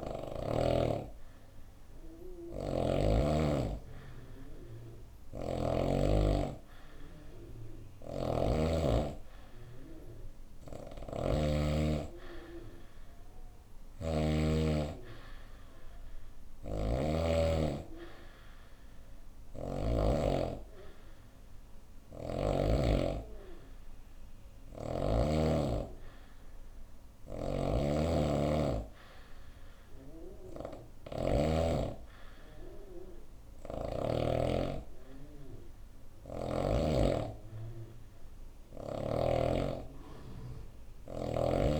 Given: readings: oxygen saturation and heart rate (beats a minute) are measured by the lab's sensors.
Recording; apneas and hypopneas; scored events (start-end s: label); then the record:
breathing in sleep by a room microphone; none
0.00-2.50 s: snoring (device-marked)
7.00-19.50 s: snoring (device-marked)
26.50-31.00 s: snoring (device-marked)
From the record:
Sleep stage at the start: N2 (light sleep); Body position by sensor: on the right side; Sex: female